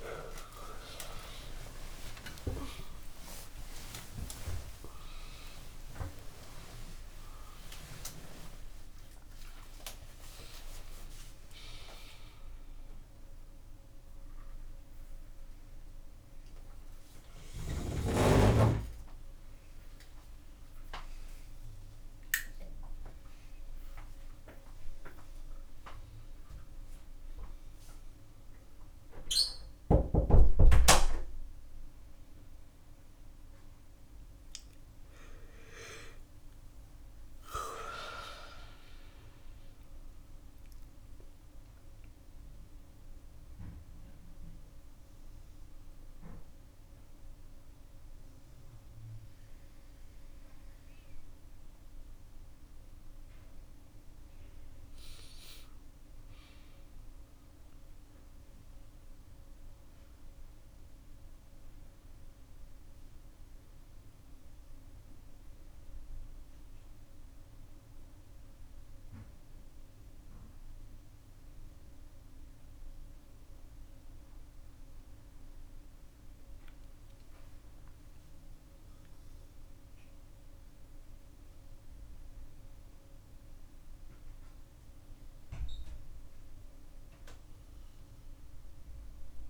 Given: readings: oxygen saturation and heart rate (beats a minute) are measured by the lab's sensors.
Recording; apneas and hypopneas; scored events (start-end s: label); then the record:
a person awake in a sleep study, by a room microphone; none
0.50-2.50 s: long interval between heartbeats (device-marked, heart rate 104 before, 128 extreme)
3.00-5.00 s: long interval between heartbeats (device-marked, heart rate 103 before, 154 extreme)
8.00-10.00 s: long interval between heartbeats (device-marked, heart rate 115 before, 136 extreme)
70.50-89.50 s: new sleep stage, N1 (lightest sleep)
From the record:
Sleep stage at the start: awake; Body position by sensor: on the back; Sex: female